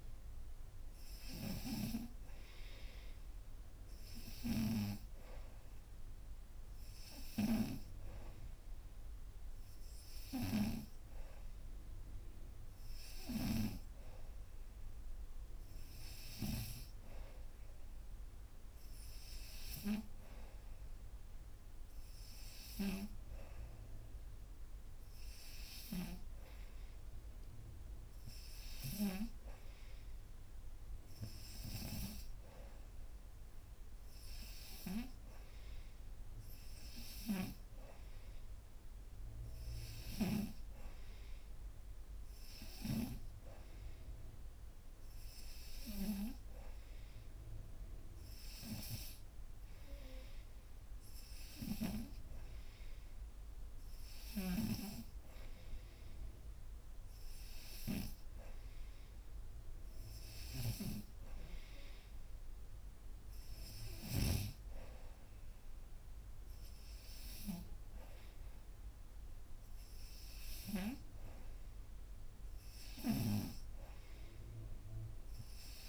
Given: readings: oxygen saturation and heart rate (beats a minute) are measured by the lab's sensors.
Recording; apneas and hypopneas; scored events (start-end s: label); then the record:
breathing in sleep by a room microphone; none
none scored
From the record:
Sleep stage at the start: N3 (deep sleep); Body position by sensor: upright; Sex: female